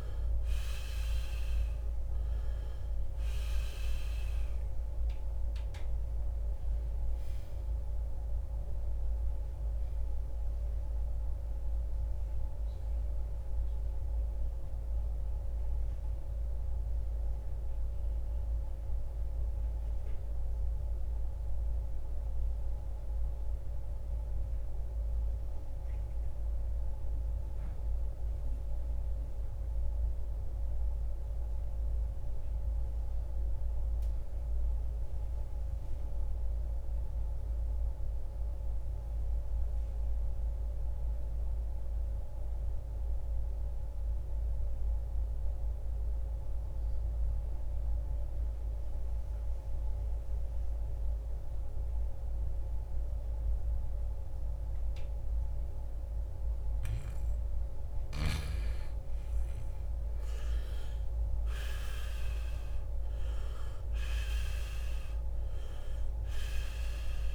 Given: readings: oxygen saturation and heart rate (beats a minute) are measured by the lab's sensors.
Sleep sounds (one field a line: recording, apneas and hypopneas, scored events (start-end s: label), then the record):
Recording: breathing in sleep, hard to hear, by a room microphone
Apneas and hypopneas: 1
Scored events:
0.00-21.00 s: oxygen desaturation (device-marked, oxygen 81% lowest, heart rate 47 extreme)
11.00-57.50 s: mixed apnea (oxygen 92% before, 81% lowest, heart rate 86 before, 58 extreme, up 21 after)
49.00-67.35 s: oxygen desaturation (device-marked, oxygen 98% before, 81% lowest, heart rate 70 before, 57 extreme)
60.00-65.00 s: arousal
From the record:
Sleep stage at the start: N2 (light sleep)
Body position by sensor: on the right side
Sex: male